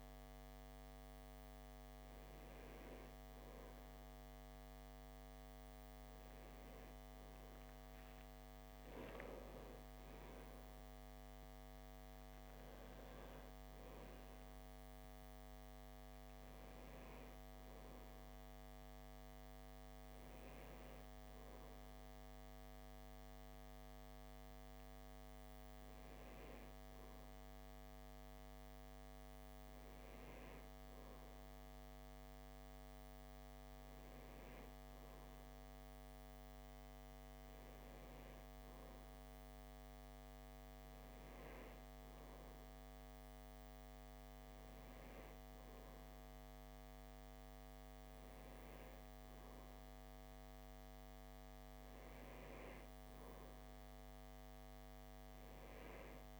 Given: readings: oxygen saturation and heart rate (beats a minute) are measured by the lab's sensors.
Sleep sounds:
breathing in sleep, hard to hear, by a microphone on the trachea; none
none scored
From the record:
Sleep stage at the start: N1 (lightest sleep); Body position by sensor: on the back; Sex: male

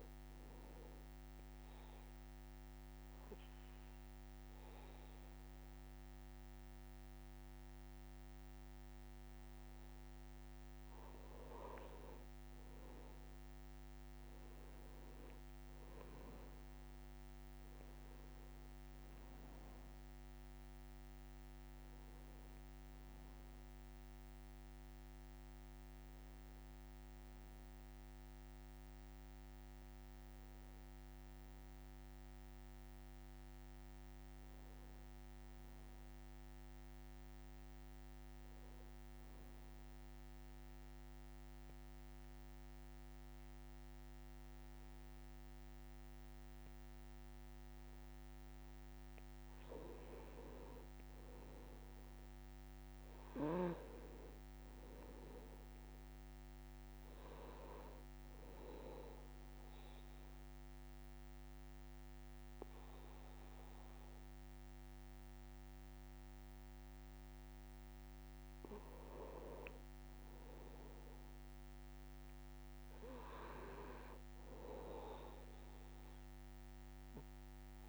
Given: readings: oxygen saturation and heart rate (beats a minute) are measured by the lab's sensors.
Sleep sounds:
breathing in sleep by a microphone on the trachea; 3
1.00-12.00 s: obstructive apnea (oxygen 96% before, 91% lowest, heart rate 63 before, 62 extreme, up 1 after)
12.00-42.00 s: new sleep stage, N1 (lightest sleep)
12.50-17.50 s: arousal
20.00-36.00 s: oxygen desaturation (device-marked, oxygen 94% before, 91% lowest, heart rate 63 before, 62 extreme)
39.00-49.00 s: obstructive apnea (oxygen 96% before, 92% lowest, heart rate 63 before, 63 extreme, up 0 after)
42.00-77.89 s: new sleep stage, N2 (light sleep)
51.00-55.00 s: arousal
59.50-69.50 s: obstructive apnea (oxygen 96% before, 91% lowest, heart rate 63 before, 62 extreme, up 0 after)
60.00-70.00 s: oxygen desaturation (device-marked, oxygen 96% before, 92% lowest, heart rate 63 before, 62 extreme)
71.50-75.50 s: arousal
From the record:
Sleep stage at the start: N2 (light sleep); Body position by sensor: on the back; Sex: male

